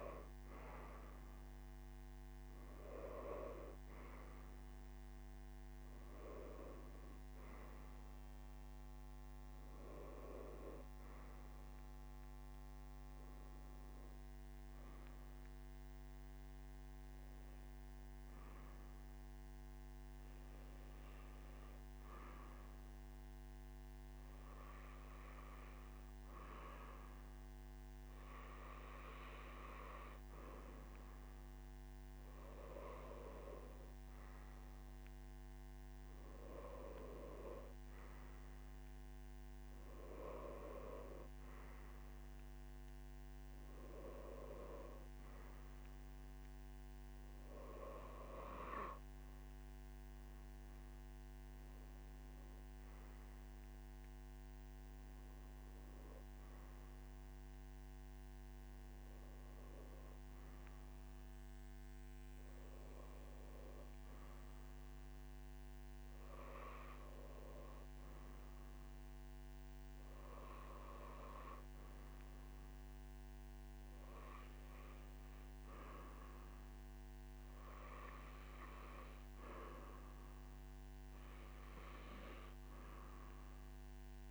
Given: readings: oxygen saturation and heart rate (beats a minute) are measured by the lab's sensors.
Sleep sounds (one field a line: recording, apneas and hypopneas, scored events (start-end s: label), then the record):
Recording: breathing in sleep by a microphone on the trachea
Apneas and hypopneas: 1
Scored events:
0.00-7.00 s: oxygen desaturation (device-marked, oxygen 90% lowest, heart rate 66 extreme)
16.50-27.00 s: hypopnea (oxygen 94% before, 92% lowest, heart rate 74 before, 62 extreme, up 1 after)
From the record:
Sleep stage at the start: N2 (light sleep)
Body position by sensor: on the right side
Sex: male